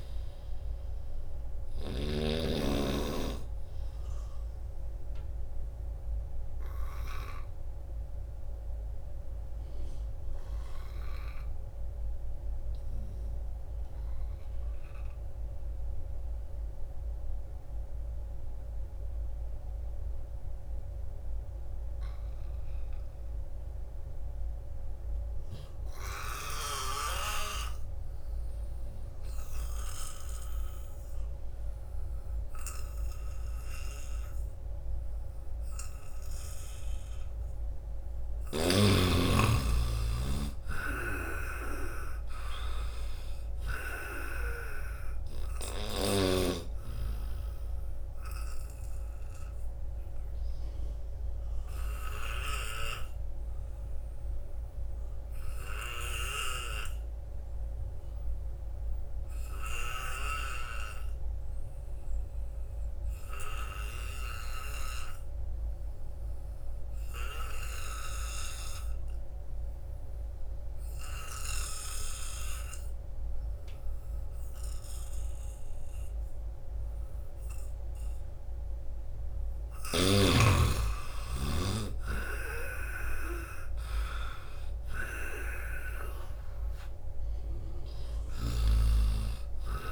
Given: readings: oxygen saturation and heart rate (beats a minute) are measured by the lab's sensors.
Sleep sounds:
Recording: breathing in sleep by a room microphone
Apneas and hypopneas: 2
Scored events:
0.00-13.50 s: oxygen desaturation (device-marked, oxygen 80% lowest, heart rate 75 extreme)
5.50-37.50 s: obstructive apnea (oxygen 96% before, 80% lowest, heart rate 77 before, 66 extreme, up 1 after)
27.50-63.50 s: oxygen desaturation (device-marked, oxygen 98% before, 80% lowest, heart rate 80 before, 66 extreme)
39.00-42.00 s: arousal
41.00-46.50 s: snoring (device-marked)
49.00-77.50 s: obstructive apnea (oxygen 98% before, 79% lowest, heart rate 75 before, 67 extreme, up 12 after)
65.50-89.92 s: oxygen desaturation (device-marked, oxygen 97% before, 79% lowest, heart rate 83 before, 67 extreme)
80.00-84.50 s: arousal
From the record:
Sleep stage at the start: N2 (light sleep)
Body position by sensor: on the back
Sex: male

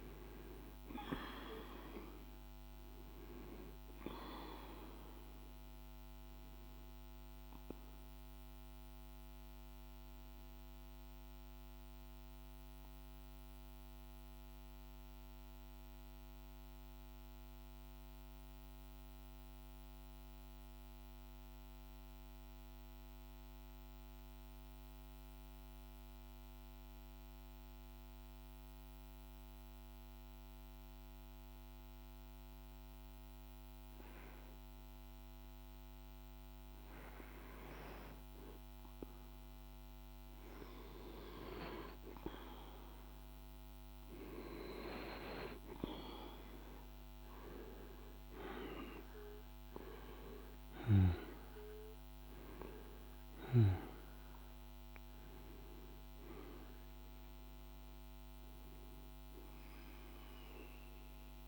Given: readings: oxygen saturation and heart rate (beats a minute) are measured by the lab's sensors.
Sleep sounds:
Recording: breathing in sleep by a microphone on the trachea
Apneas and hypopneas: 1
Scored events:
0.00-17.00 s: oxygen desaturation (device-marked, oxygen 89% lowest, heart rate 49 extreme)
9.50-42.50 s: mixed apnea (oxygen 97% before, 89% lowest, heart rate 54 before, 49 extreme, up 6 after)
32.00-61.48 s: oxygen desaturation (device-marked, oxygen 99% before, 89% lowest, heart rate 50 before, 50 extreme)
47.00-51.50 s: arousal
From the record:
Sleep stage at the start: N2 (light sleep)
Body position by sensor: on the right side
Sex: male

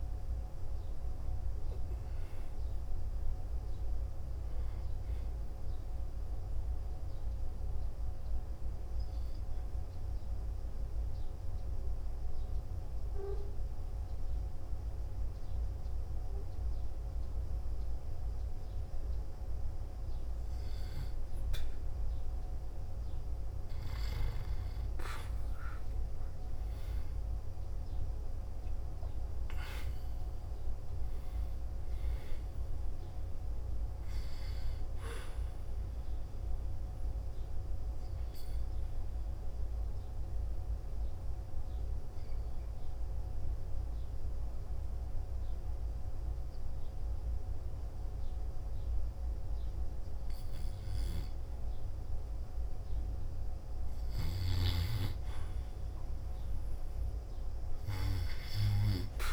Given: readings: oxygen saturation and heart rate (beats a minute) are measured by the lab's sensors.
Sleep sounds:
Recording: breathing in sleep, hard to hear, by a room microphone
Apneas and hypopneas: 2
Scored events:
0.00-2.00 s: arousal
6.00-18.00 s: oxygen desaturation (device-marked, oxygen 98% before, 94% lowest, heart rate 61 before, 59 extreme)
6.50-23.00 s: hypopnea (oxygen 98% before, 91% lowest, heart rate 61 before, 59 extreme, up 0 after)
25.50-30.50 s: arousal
32.00-52.00 s: oxygen desaturation (device-marked, oxygen 97% before, 91% lowest, heart rate 61 before, 58 extreme)
39.50-50.50 s: hypopnea (oxygen 97% before, 91% lowest, heart rate 61 before, 58 extreme, up 1 after)
54.50-58.50 s: arousal
From the record:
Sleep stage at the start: N2 (light sleep)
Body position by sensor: on the back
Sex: male

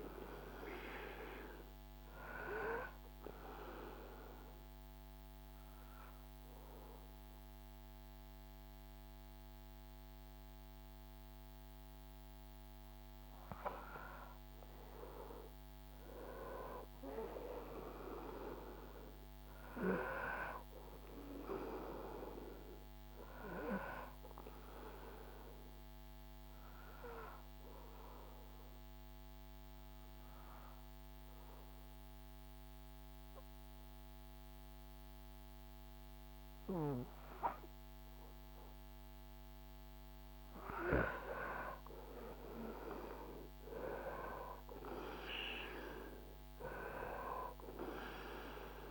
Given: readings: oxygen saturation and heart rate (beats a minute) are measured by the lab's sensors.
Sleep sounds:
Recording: breathing in sleep by a microphone on the trachea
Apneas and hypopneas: 2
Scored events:
0.00-14.50 s: oxygen desaturation (device-marked, oxygen 94% lowest, heart rate 72 extreme)
1.50-12.50 s: obstructive apnea (oxygen 98% before, 93% lowest, heart rate 74 before, 72 extreme, up 13 after)
15.00-19.00 s: arousal
25.50-39.00 s: obstructive apnea (oxygen 98% before, 93% lowest, heart rate 77 before, 69 extreme, up 6 after)
41.50-46.00 s: arousal
42.50-48.91 s: oxygen desaturation (device-marked, oxygen 97% before, 93% lowest, heart rate 73 before, 69 extreme)
From the record:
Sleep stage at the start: REM sleep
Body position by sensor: on the back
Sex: male

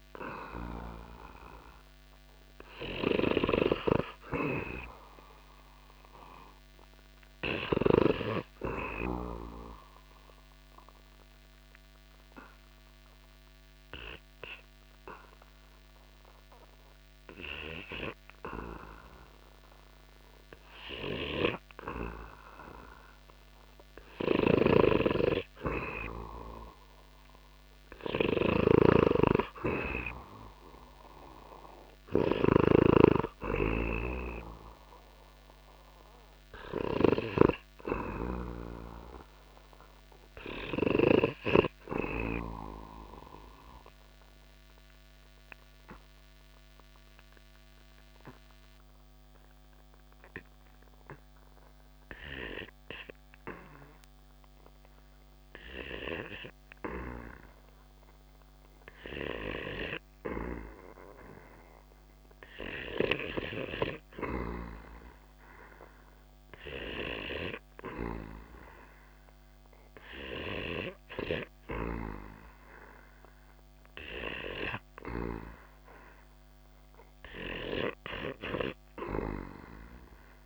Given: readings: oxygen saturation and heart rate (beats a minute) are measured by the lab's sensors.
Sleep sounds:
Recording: breathing in sleep by a microphone on the trachea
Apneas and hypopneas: 2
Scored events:
0.00-5.00 s: oxygen desaturation (device-marked, oxygen 84% lowest)
8.50-21.50 s: obstructive apnea (oxygen 96% before, 92% lowest)
23.50-27.50 s: arousal
23.50-37.50 s: snoring (device-marked)
42.50-56.00 s: obstructive apnea (oxygen 97% before, 87% lowest)
45.00-63.00 s: oxygen desaturation (device-marked, oxygen 96% before, 92% lowest)
64.00-69.00 s: arousal
79.00-80.46 s: oxygen desaturation (device-marked, oxygen 97% before, 87% lowest)
From the record:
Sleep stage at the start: REM sleep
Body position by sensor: on the back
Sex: male

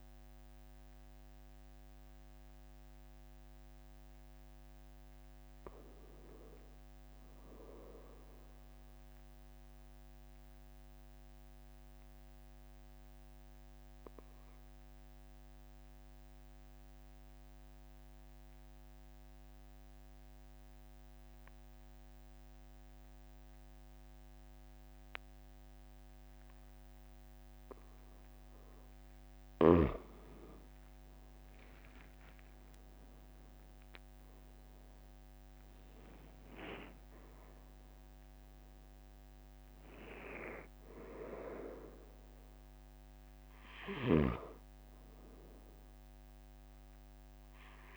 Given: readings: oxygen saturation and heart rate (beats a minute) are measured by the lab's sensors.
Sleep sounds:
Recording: breathing in sleep by a microphone on the trachea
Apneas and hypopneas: 1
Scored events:
8.50-29.00 s: obstructive apnea (oxygen 95% before, 92% lowest, heart rate 43 before, 41 extreme, up 3 after)
31.50-34.50 s: arousal
44.00-47.97 s: snoring (device-marked)
From the record:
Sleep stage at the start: N2 (light sleep)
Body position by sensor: on the back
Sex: male

